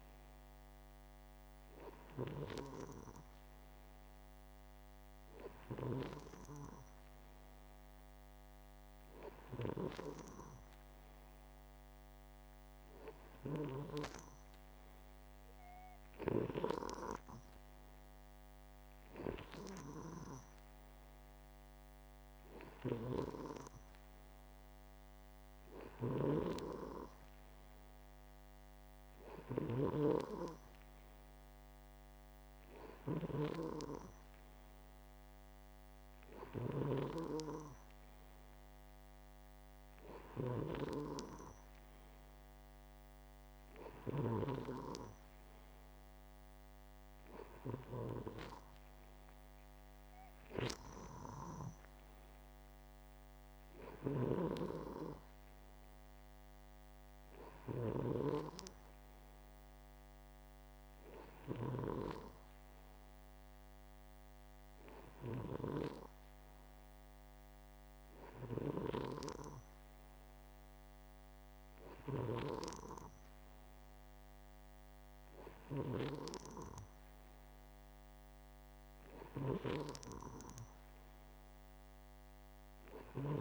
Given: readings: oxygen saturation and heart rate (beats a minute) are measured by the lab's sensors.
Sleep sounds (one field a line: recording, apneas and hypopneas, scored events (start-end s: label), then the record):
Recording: breathing in sleep by a microphone on the trachea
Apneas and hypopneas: none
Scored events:
29.00-36.50 s: snoring (device-marked)
From the record:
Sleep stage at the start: N2 (light sleep)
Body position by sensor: upright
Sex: male